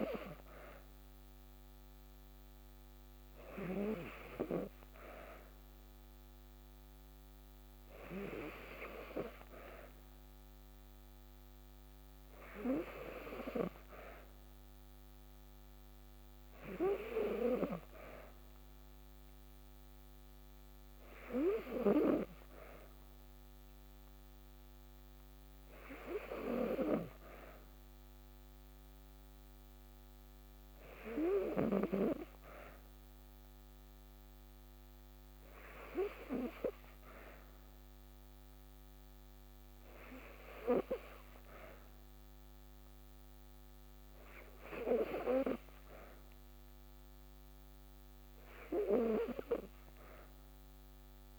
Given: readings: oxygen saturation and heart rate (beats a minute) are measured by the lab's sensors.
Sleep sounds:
breathing in sleep by a microphone on the trachea; none
none scored
From the record:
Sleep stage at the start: N2 (light sleep); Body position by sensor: on the back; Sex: female

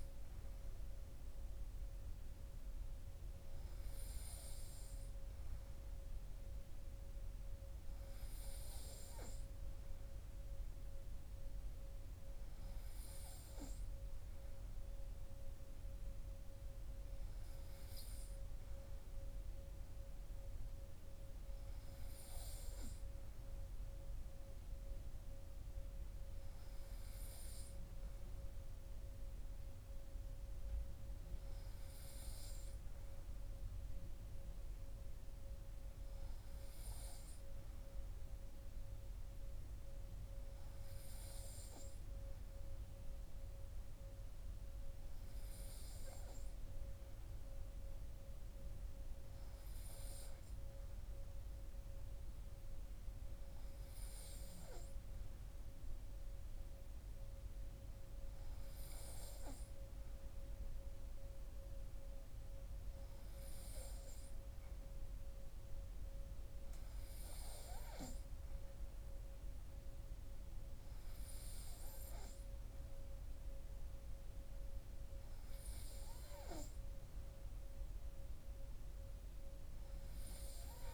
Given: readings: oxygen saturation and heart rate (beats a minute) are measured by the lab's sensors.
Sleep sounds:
breathing in sleep, hard to hear, by a room microphone; none
none scored
From the record:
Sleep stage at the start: N3 (deep sleep); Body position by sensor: on the right side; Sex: male

